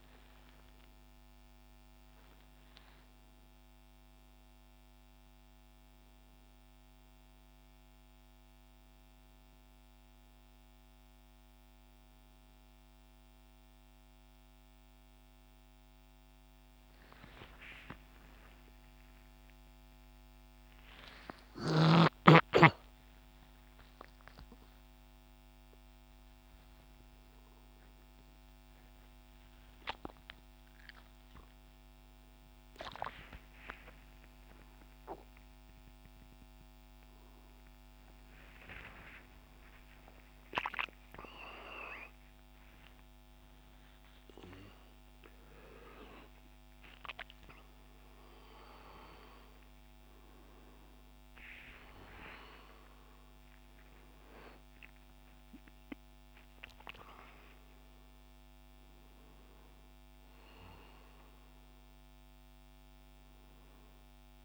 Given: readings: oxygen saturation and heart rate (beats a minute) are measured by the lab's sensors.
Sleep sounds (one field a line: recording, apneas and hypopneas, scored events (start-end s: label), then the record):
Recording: a person awake in a sleep study, by a microphone on the trachea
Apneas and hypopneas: none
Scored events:
20.50-64.45 s: new sleep stage, awake
From the record:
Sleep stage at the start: N1 (lightest sleep)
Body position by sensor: on the back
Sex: male